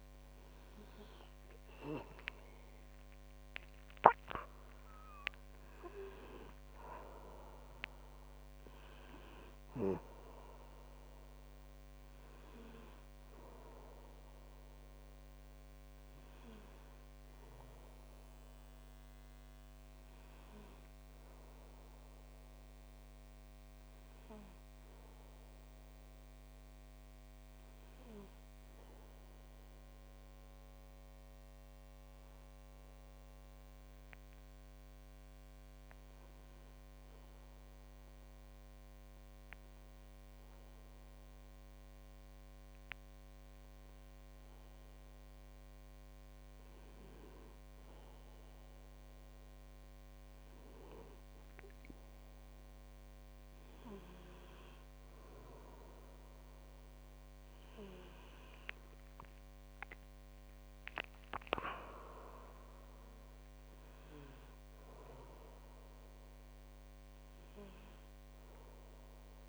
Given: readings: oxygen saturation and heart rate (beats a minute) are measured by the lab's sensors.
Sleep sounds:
breathing in sleep by a microphone on the trachea; 1
26.50-69.48 s: new sleep stage, N2 (light sleep)
29.50-46.50 s: obstructive apnea (oxygen 98% before, 95% lowest, heart rate 57 before, 42 extreme, up 7 after)
48.00-51.50 s: arousal
66.00-69.48 s: arousal
From the record:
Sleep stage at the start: N1 (lightest sleep); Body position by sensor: on the back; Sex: male

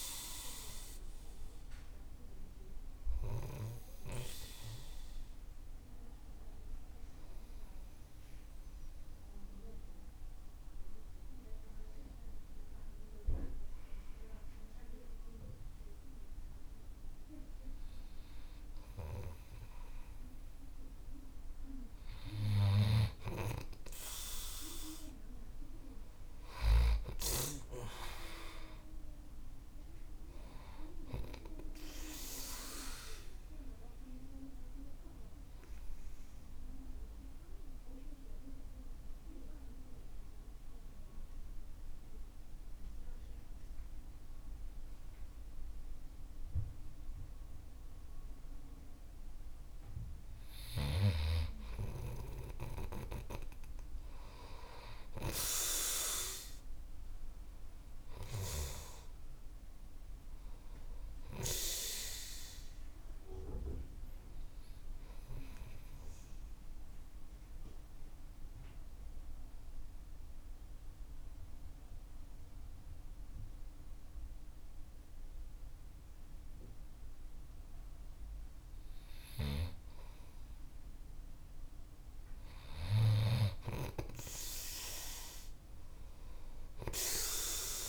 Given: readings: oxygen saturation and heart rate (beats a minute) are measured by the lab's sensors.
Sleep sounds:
breathing in sleep by a room microphone; 3
6.50-17.00 s: hypopnea (oxygen 97% before, 92% lowest, heart rate 52 before, 48 extreme, up 4 after)
19.00-21.50 s: arousal
19.00-26.00 s: oxygen desaturation (device-marked, oxygen 96% before, 92% lowest, heart rate 51 before, 48 extreme)
23.00-27.50 s: snoring (device-marked)
35.50-50.50 s: mixed apnea (oxygen 96% before, 91% lowest, heart rate 54 before, 48 extreme, up 9 after)
50.00-57.00 s: oxygen desaturation (device-marked, oxygen 96% before, 93% lowest, heart rate 51 before, 48 extreme)
57.00-61.00 s: arousal
66.50-80.00 s: obstructive apnea (oxygen 97% before, 91% lowest, heart rate 53 before, 48 extreme, up 6 after)
79.50-83.50 s: snoring (device-marked)
80.00-86.00 s: oxygen desaturation (device-marked, oxygen 97% before, 91% lowest, heart rate 50 before, 47 extreme)
81.00-85.00 s: arousal
From the record:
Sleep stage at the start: N2 (light sleep); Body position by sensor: on the right side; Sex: male

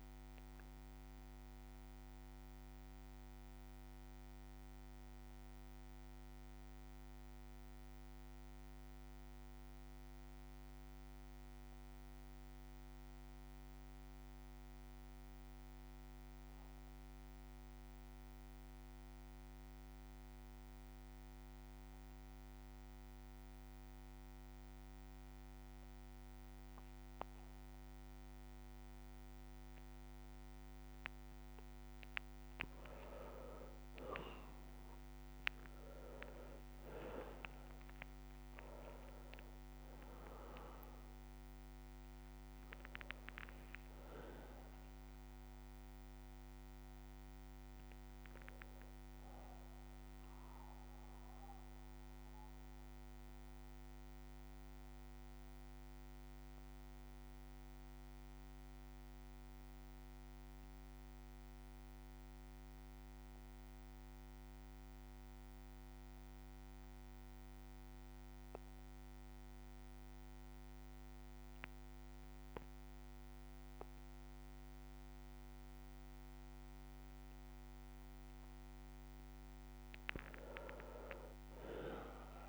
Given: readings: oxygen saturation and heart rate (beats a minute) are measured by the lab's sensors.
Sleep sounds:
breathing in sleep by a microphone on the trachea; 2
0.00-14.50 s: oxygen desaturation (device-marked, oxygen 91% lowest, heart rate 56 extreme)
0.00-21.50 s: bradycardia (device-marked, heart rate 56 extreme)
0.50-30.00 s: obstructive apnea (oxygen 99% before, 91% lowest, heart rate 62 before, 56 extreme, up 5 after)
30.50-63.50 s: oxygen desaturation (device-marked, oxygen 99% before, 92% lowest, heart rate 59 before, 57 extreme)
36.50-41.50 s: arousal
50.50-64.50 s: bradycardia (device-marked, heart rate 56 before, 57 extreme)
50.50-78.00 s: obstructive apnea (oxygen 99% before, 92% lowest, heart rate 63 before, 57 extreme, up 3 after)
79.50-82.49 s: oxygen desaturation (device-marked, oxygen 99% before, 94% lowest, heart rate 60 before, 57 extreme)
80.00-82.49 s: arousal
From the record:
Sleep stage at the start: N2 (light sleep); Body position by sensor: on the back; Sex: male

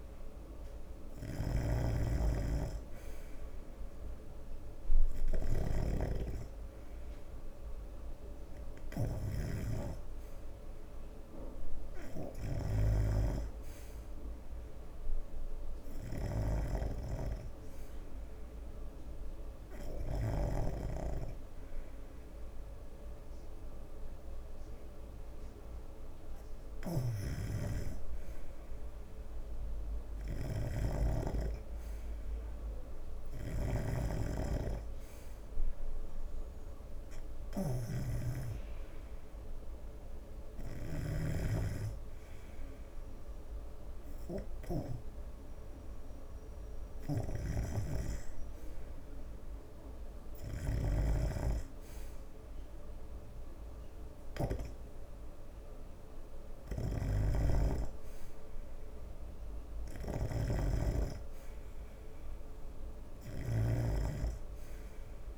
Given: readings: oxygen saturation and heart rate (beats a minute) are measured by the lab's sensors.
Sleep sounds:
breathing in sleep by a room microphone; 1
0.00-21.00 s: snoring (device-marked)
14.50-17.50 s: arousal
19.50-29.50 s: hypopnea (oxygen 91% before, 88% lowest, heart rate 78 before, 78 extreme, up 4 after)
26.50-40.50 s: oxygen desaturation (device-marked, oxygen 91% before, 88% lowest, heart rate 78 before, 75 extreme)
27.50-45.50 s: snoring (device-marked)
31.50-34.50 s: arousal
47.50-55.50 s: snoring (device-marked)
52.50-65.38 s: new sleep stage, N3 (deep sleep)
57.50-65.38 s: snoring (device-marked)
From the record:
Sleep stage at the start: N2 (light sleep); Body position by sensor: on the right side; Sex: male

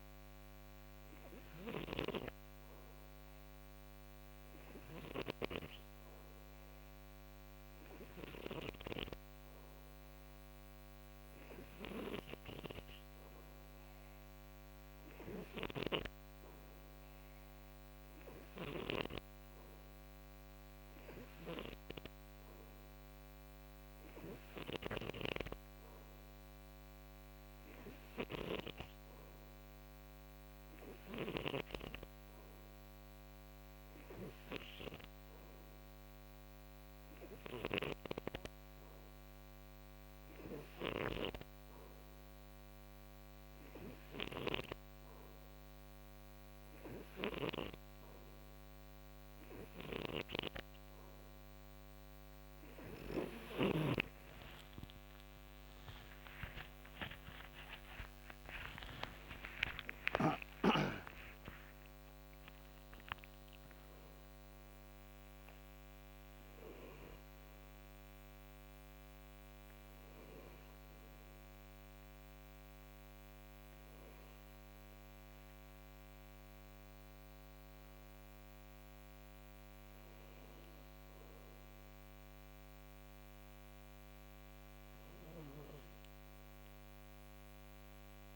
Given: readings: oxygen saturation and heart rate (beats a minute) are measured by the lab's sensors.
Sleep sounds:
breathing in sleep by a microphone on the trachea; none
0.00-5.00 s: snoring (device-marked)
14.50-31.00 s: snoring (device-marked)
37.00-47.00 s: snoring (device-marked)
46.50-88.36 s: new sleep stage, N2 (light sleep)
49.00-59.50 s: snoring (device-marked)
54.50-60.50 s: arousal
From the record:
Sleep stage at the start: N3 (deep sleep); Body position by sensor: on the right side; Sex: male

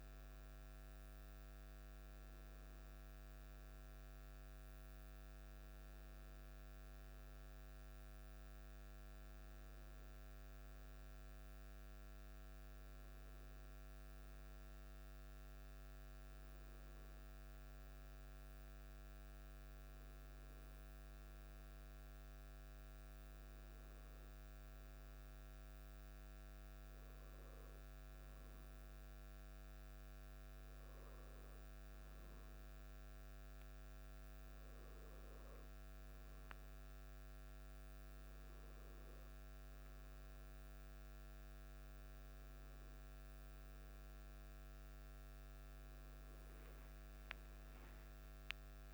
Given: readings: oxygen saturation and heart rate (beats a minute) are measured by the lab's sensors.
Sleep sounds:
breathing in sleep, hard to hear, by a microphone on the trachea; none
none scored
From the record:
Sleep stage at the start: N1 (lightest sleep); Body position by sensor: on the back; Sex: male

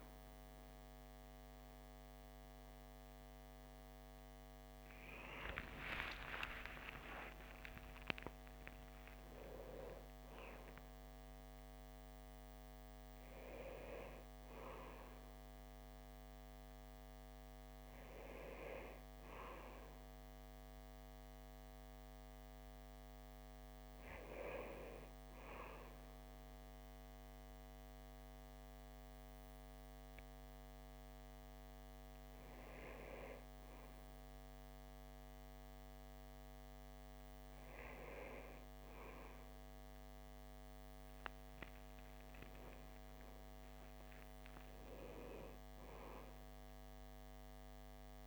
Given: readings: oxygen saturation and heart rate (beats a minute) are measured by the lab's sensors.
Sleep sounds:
breathing in sleep by a microphone on the trachea; none
4.50-9.00 s: arousal
From the record:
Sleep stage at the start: REM sleep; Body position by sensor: on the back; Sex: male

